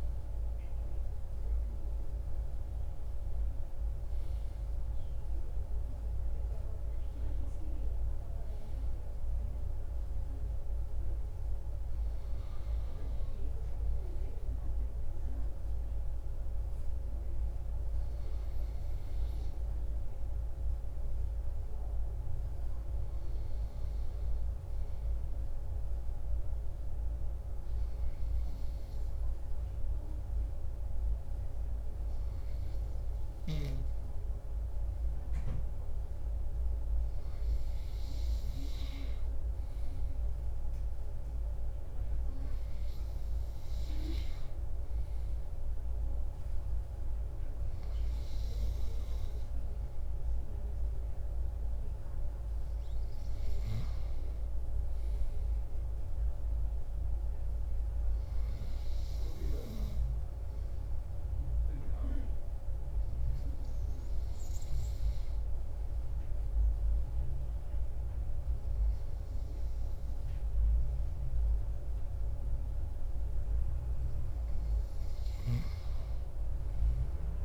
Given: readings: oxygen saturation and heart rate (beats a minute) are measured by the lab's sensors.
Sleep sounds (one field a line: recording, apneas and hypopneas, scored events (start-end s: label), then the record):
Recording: breathing in sleep, hard to hear, by a room microphone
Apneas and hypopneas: 2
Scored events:
26.00-37.50 s: obstructive apnea (oxygen 98% before, 95% lowest)
40.00-44.00 s: arousal
58.00-71.50 s: obstructive apnea (oxygen 96% before, 95% lowest)
72.50-77.00 s: arousal
From the record:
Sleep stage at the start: N2 (light sleep)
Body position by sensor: on the left side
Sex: male